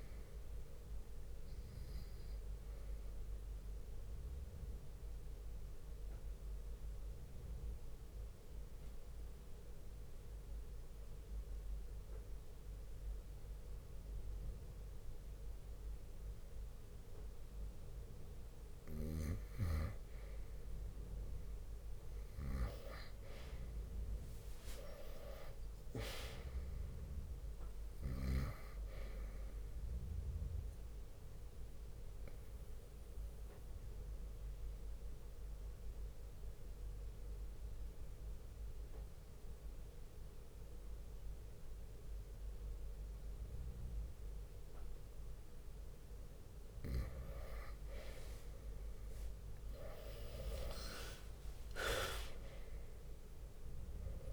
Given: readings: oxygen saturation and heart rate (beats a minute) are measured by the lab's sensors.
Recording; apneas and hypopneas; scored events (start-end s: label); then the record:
breathing in sleep by a room microphone; 2
0.00-5.50 s: drop in pulse transit time (device-marked, heart rate 56 extreme)
1.00-3.00 s: long interval between heartbeats (device-marked, heart rate 61 before, 73 extreme)
3.00-18.00 s: obstructive apnea (oxygen 98% before, 92% lowest, heart rate 62 before, 57 extreme, up 5 after)
4.50-6.50 s: bradycardia (device-marked, heart rate 68 before, 63 extreme)
23.50-27.50 s: drop in pulse transit time (device-marked, heart rate 61 before, 63 extreme)
24.00-28.50 s: arousal
29.50-33.50 s: drop in pulse transit time (device-marked, heart rate 62 before, 65 extreme)
30.50-47.50 s: oxygen desaturation (device-marked, oxygen 98% before, 92% lowest, heart rate 63 before, 58 extreme)
31.00-46.00 s: obstructive apnea (oxygen 98% before, 91% lowest, heart rate 63 before, 58 extreme, up 8 after)
49.00-53.00 s: arousal
51.50-54.33 s: drop in pulse transit time (device-marked, heart rate 61 before, 61 extreme)
From the record:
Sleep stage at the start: N2 (light sleep); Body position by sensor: on the right side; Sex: male